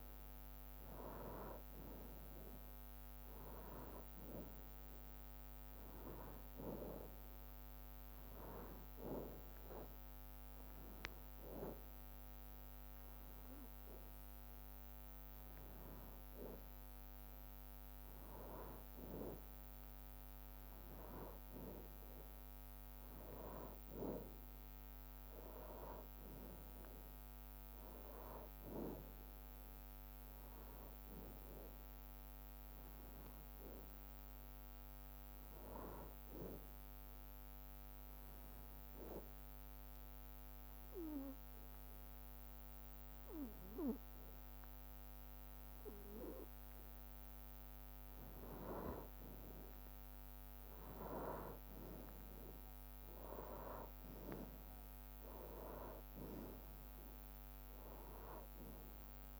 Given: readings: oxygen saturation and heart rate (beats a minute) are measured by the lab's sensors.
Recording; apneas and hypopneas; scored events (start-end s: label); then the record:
breathing in sleep by a microphone on the trachea; 2
0.00-1.00 s: bradycardia (device-marked, heart rate 56 extreme)
9.00-19.00 s: hypopnea (oxygen 96% before, 90% lowest, heart rate 61 before, 62 extreme, up 0 after)
21.50-25.00 s: arousal
38.00-48.00 s: obstructive apnea (oxygen 95% before, 90% lowest, heart rate 63 before, 62 extreme, up 1 after)
51.00-55.00 s: arousal
54.00-59.40 s: drop in pulse transit time (device-marked, heart rate 63 before, 63 extreme)
58.00-59.40 s: long interval between heartbeats (device-marked, heart rate 63 before, 69 extreme)
58.00-59.40 s: oxygen desaturation (device-marked, oxygen 95% before, 90% lowest, heart rate 63 before, 61 extreme)
From the record:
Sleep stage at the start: N2 (light sleep); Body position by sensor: on the back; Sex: male